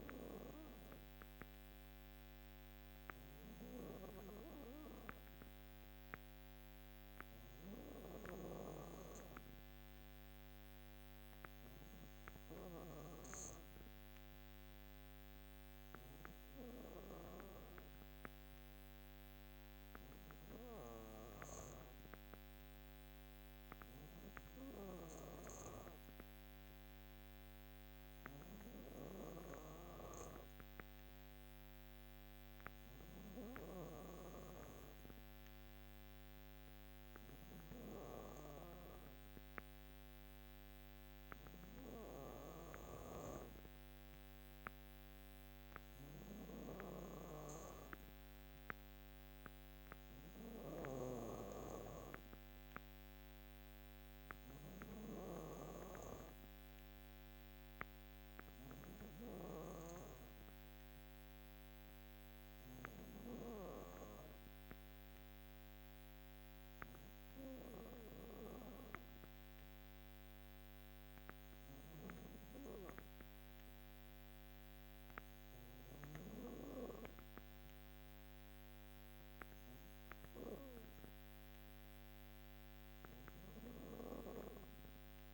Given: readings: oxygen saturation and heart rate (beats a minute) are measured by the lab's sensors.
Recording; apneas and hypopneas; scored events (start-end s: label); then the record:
breathing in sleep by a microphone on the trachea; none
21.50-30.50 s: drop in pulse transit time (device-marked, heart rate 59 before, 58 extreme)
41.50-52.50 s: drop in pulse transit time (device-marked, heart rate 59 before, 58 extreme)
42.50-58.50 s: snoring (device-marked)
67.50-79.50 s: drop in pulse transit time (device-marked, heart rate 60 before, 58 extreme)
From the record:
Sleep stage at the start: N2 (light sleep); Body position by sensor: on the back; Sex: female